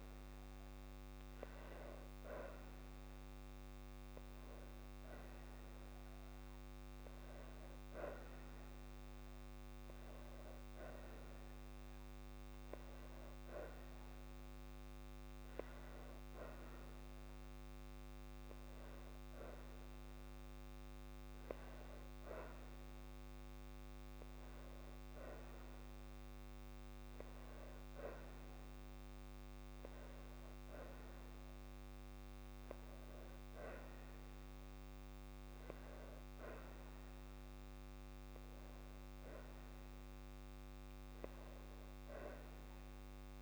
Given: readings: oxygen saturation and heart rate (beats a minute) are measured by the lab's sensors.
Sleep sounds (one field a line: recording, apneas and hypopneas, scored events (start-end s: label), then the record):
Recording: breathing in sleep by a microphone on the trachea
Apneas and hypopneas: none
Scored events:
42.00-43.41 s: arousal
From the record:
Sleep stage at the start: N2 (light sleep)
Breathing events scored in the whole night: 247 in 4.4 hours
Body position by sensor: on the back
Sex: female